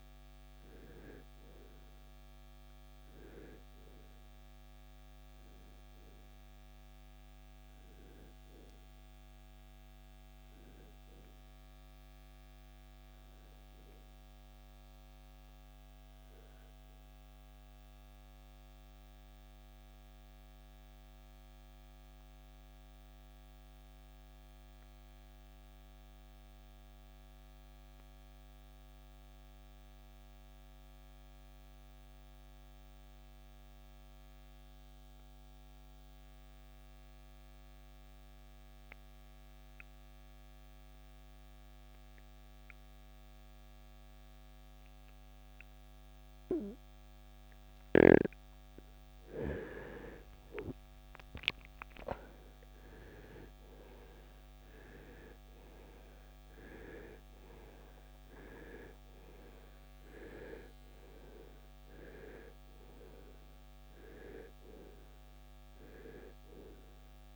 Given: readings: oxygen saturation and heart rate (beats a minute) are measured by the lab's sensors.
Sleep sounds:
breathing in sleep by a microphone on the trachea; 1
0.00-29.50 s: oxygen desaturation (device-marked, oxygen 80% lowest, heart rate 50 extreme)
17.00-48.00 s: obstructive apnea (oxygen 95% before, 79% lowest, heart rate 78 before, 50 extreme, up 20 after)
49.50-53.50 s: arousal
52.50-67.36 s: oxygen desaturation (device-marked, oxygen 96% before, 79% lowest, heart rate 59 before, 53 extreme)
From the record:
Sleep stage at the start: N2 (light sleep); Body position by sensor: on the right side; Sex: male

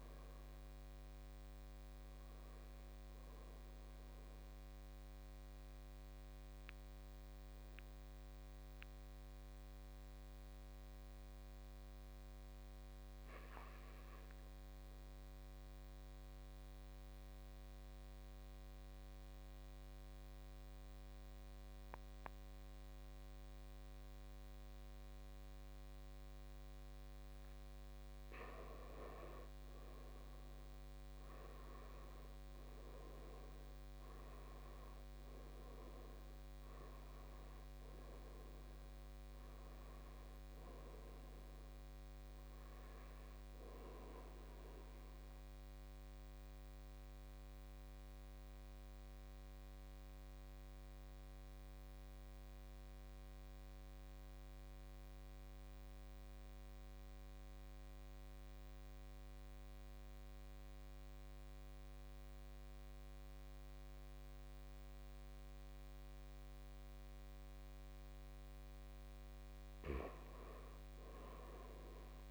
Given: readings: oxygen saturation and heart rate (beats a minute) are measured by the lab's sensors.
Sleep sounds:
breathing in sleep, hard to hear, by a microphone on the trachea; 2
0.00-10.50 s: oxygen desaturation (device-marked, oxygen 77% lowest, heart rate 54 extreme)
4.50-27.00 s: obstructive apnea (oxygen 97% before, 77% lowest, heart rate 67 before, 51 extreme, up 12 after)
29.00-33.00 s: arousal
31.50-60.50 s: oxygen desaturation (device-marked, oxygen 99% before, 88% lowest, heart rate 57 before, 49 extreme)
45.00-67.50 s: obstructive apnea (oxygen 100% before, 84% lowest, heart rate 63 before, 49 extreme, up 13 after)
69.00-71.50 s: arousal
From the record:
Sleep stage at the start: N2 (light sleep); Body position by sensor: on the back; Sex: male

